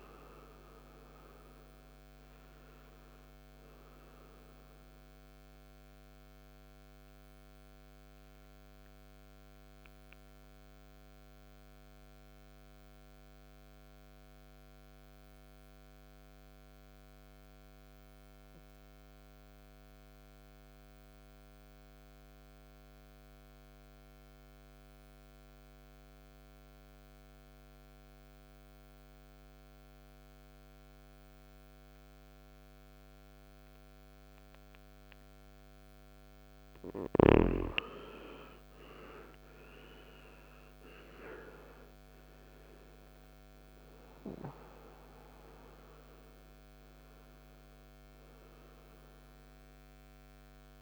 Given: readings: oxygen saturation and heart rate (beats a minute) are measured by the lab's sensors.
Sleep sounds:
breathing in sleep by a microphone on the trachea; 1
0.00-23.00 s: oxygen desaturation (device-marked, oxygen 87% lowest, heart rate 52 extreme)
5.50-35.50 s: mixed apnea (oxygen 99% before, 86% lowest, heart rate 67 before, 52 extreme, up 16 after)
38.00-42.00 s: arousal
38.00-50.81 s: oxygen desaturation (device-marked, oxygen 98% before, 86% lowest, heart rate 57 before, 51 extreme)
From the record:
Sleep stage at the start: N2 (light sleep); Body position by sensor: on the right side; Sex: male

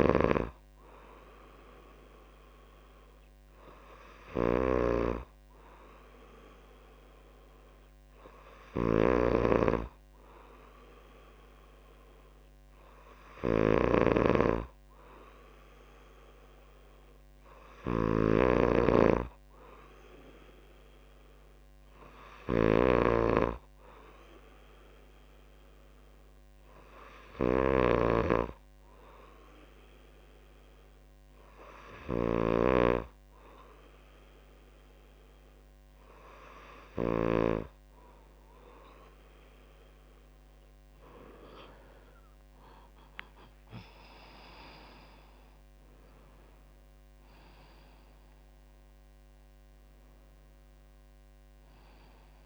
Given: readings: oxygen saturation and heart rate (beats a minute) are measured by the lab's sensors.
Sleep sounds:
breathing in sleep by a microphone on the trachea; none
0.00-37.00 s: snoring (device-marked)
40.00-43.50 s: arousal
From the record:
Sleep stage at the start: N2 (light sleep); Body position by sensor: on the back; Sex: female

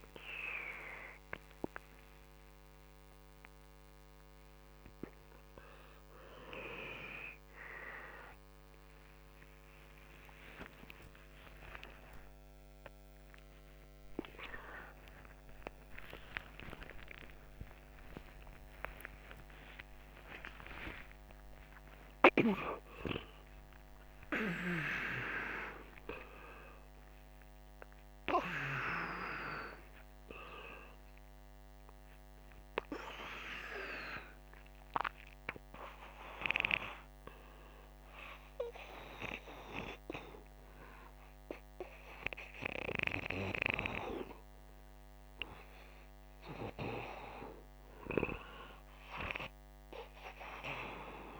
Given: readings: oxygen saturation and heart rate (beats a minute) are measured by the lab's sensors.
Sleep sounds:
a person awake in a sleep study, by a microphone on the trachea; none
none scored
From the record:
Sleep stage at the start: awake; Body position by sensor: upright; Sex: male

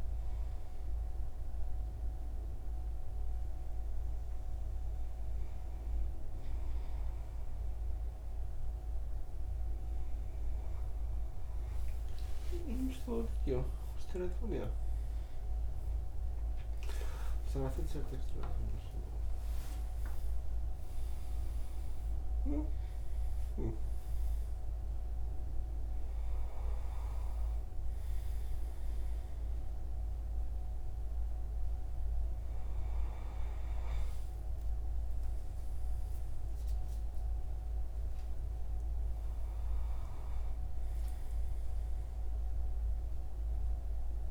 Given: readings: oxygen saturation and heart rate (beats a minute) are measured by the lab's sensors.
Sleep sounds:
breathing in sleep by a room microphone; none
12.00-18.50 s: arousal
From the record:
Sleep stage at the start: N2 (light sleep); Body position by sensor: on the right side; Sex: male

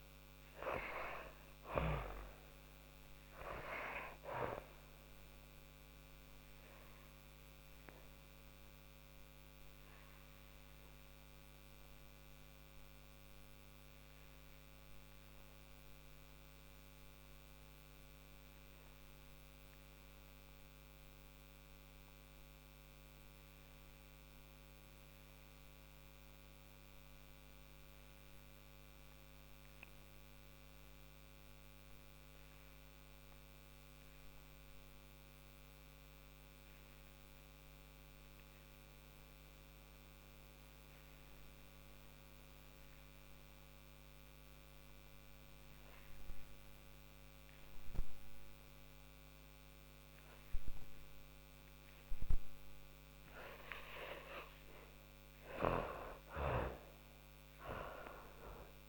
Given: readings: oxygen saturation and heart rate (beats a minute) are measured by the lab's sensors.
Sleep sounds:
breathing in sleep by a microphone on the trachea; 1
0.00-20.50 s: oxygen desaturation (device-marked, oxygen 83% lowest, heart rate 50 extreme)
5.00-23.50 s: obstructive apnea (oxygen 97% before, 80% lowest, heart rate 100 before, 50 extreme, up 5 after)
24.00-29.50 s: arousal
36.50-58.89 s: oxygen desaturation (device-marked, oxygen 99% before, 80% lowest, heart rate 55 before, 46 extreme)
55.00-58.89 s: arousal
57.00-58.89 s: snoring (device-marked)
From the record:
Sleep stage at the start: N2 (light sleep); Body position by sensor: on the back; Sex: female

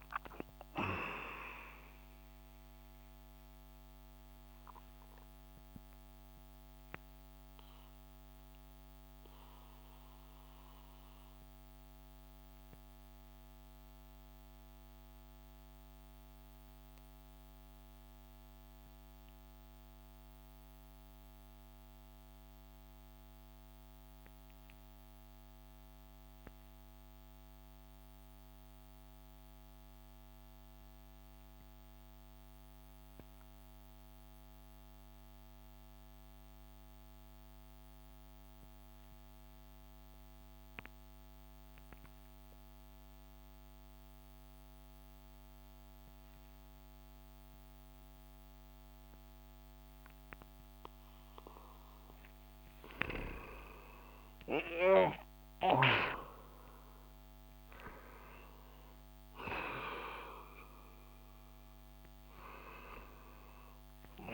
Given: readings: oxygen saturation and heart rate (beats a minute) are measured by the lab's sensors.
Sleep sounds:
breathing in sleep by a microphone on the trachea; 1
0.00-20.00 s: oxygen desaturation (device-marked, oxygen 88% lowest)
3.00-51.50 s: mixed apnea (oxygen 96% before, 88% lowest)
42.00-64.34 s: oxygen desaturation (device-marked, oxygen 97% before, 89% lowest)
52.50-57.50 s: arousal
From the record:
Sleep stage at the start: N2 (light sleep); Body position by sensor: on the back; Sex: male

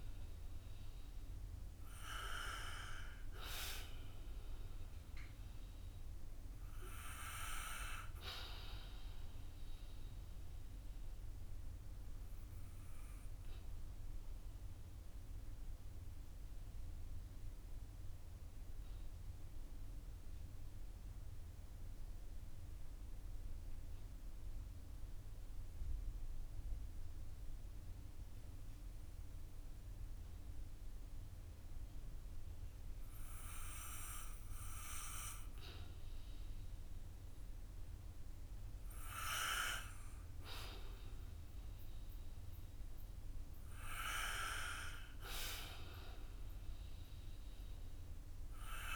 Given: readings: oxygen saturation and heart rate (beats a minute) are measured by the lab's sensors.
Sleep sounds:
breathing in sleep by a room microphone; 1
9.50-37.00 s: obstructive apnea (oxygen 96% before, 90% lowest, heart rate 59 before, 43 extreme, up 10 after)
38.50-43.00 s: arousal
39.00-48.96 s: oxygen desaturation (device-marked, oxygen 96% before, 90% lowest, heart rate 52 before, 50 extreme)
From the record:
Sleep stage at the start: N2 (light sleep); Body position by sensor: on the back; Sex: male

